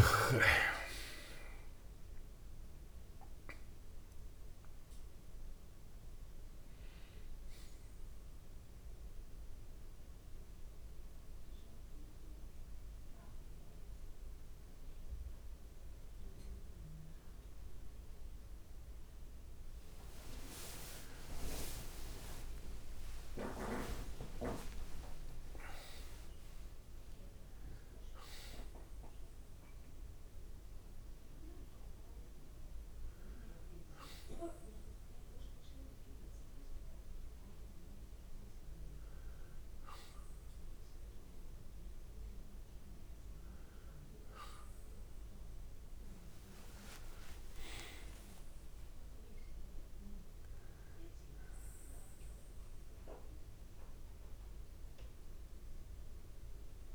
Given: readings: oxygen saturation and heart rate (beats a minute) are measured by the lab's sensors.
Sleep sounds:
a person awake in a sleep study, by a room microphone; none
none scored
From the record:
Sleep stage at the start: awake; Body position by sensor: on the back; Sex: male

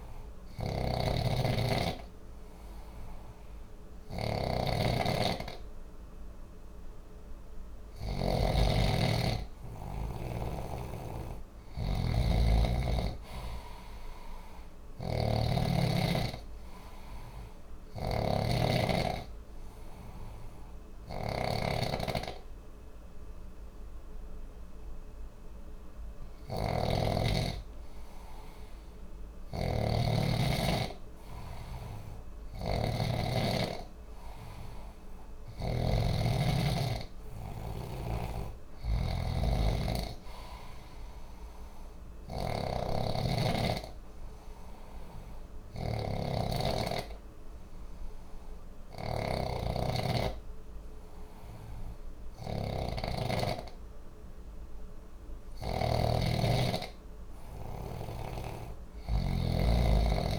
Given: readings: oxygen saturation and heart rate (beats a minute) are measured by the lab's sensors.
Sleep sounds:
breathing in sleep by a room microphone; 1
0.00-8.00 s: snoring (device-marked)
10.00-33.00 s: snoring (device-marked)
37.50-55.50 s: snoring (device-marked)
45.50-56.00 s: hypopnea (oxygen 94% before, 92% lowest, heart rate 61 before, 59 extreme, up 2 after)
57.50-60.38 s: snoring (device-marked)
59.00-60.38 s: arousal
From the record:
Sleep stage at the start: N2 (light sleep); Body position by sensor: on the back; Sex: male

